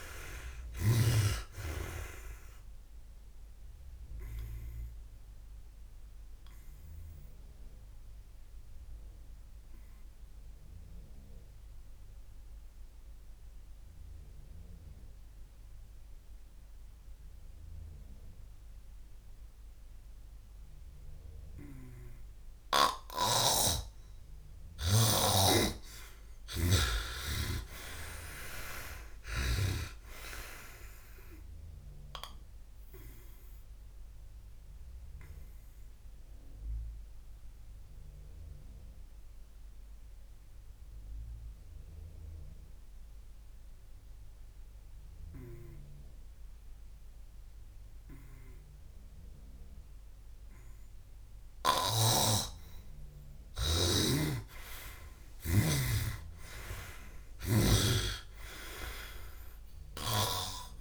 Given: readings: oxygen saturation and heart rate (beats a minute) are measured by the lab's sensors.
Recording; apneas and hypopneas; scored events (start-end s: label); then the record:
breathing in sleep by a room microphone; 2
6.50-36.50 s: oxygen desaturation (device-marked, oxygen 98% before, 86% lowest, heart rate 75 before, 58 extreme)
8.50-22.00 s: obstructive apnea (oxygen 98% before, 86% lowest, heart rate 75 before, 58 extreme, up 29 after)
23.00-27.00 s: snoring (device-marked)
24.00-28.50 s: arousal
35.50-49.00 s: obstructive apnea (oxygen 97% before, 90% lowest, heart rate 68 before, 58 extreme, up 18 after)
51.50-56.00 s: arousal
53.50-60.50 s: oxygen desaturation (device-marked, oxygen 99% before, 96% lowest, heart rate 66 before, 58 extreme)
54.00-57.50 s: snoring (device-marked)
From the record:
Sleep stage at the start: N2 (light sleep); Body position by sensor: on the back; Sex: male